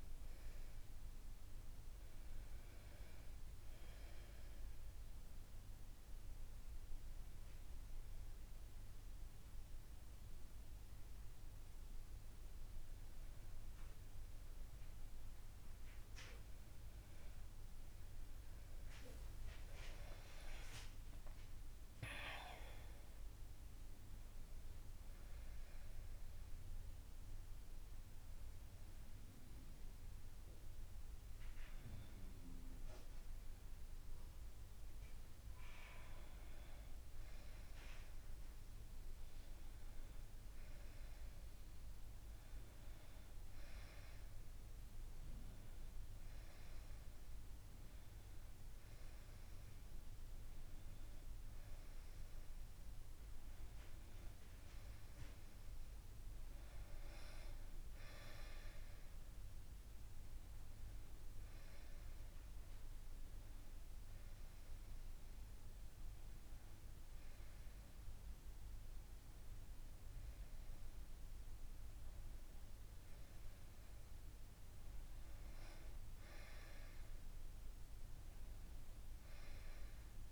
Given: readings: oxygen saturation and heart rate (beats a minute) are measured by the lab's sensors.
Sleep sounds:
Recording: breathing in sleep by a room microphone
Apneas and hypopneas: none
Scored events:
19.50-23.50 s: arousal
From the record:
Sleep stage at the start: N1 (lightest sleep)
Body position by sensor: on the back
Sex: female

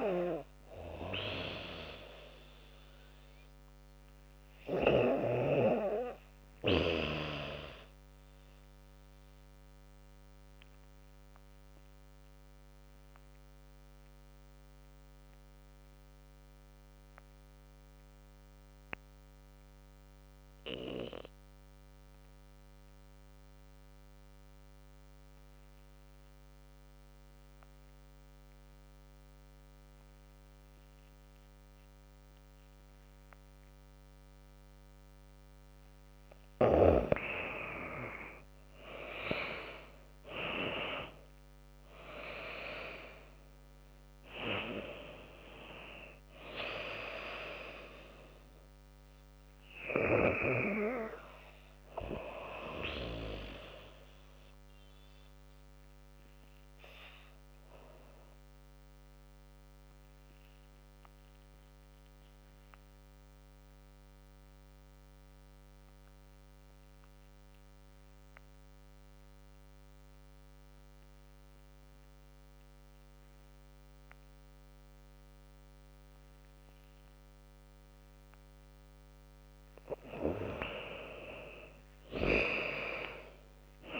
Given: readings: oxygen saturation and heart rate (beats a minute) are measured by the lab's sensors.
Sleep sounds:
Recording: breathing in sleep by a microphone on the trachea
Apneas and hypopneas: 2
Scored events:
0.00-5.00 s: snoring (device-marked)
3.00-6.00 s: arousal
8.50-34.50 s: obstructive apnea (oxygen 100% before, 87% lowest, heart rate 83 before, 71 extreme, up 17 after)
16.00-27.00 s: drop in pulse transit time (device-marked, heart rate 81 before, 73 extreme)
36.00-62.00 s: oxygen desaturation (device-marked, oxygen 98% before, 87% lowest, heart rate 73 before, 70 extreme)
36.50-40.00 s: arousal
40.00-52.00 s: drop in pulse transit time (device-marked, heart rate 74 before, 81 extreme)
53.50-77.50 s: obstructive apnea (oxygen 98% before, 88% lowest, heart rate 83 before, 70 extreme, up 19 after)
69.00-73.00 s: drop in pulse transit time (device-marked, heart rate 79 before, 73 extreme)
80.00-83.00 s: arousal
82.00-84.00 s: drop in pulse transit time (device-marked, heart rate 75 before, 79 extreme)
From the record:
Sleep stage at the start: REM sleep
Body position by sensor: on the back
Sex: female

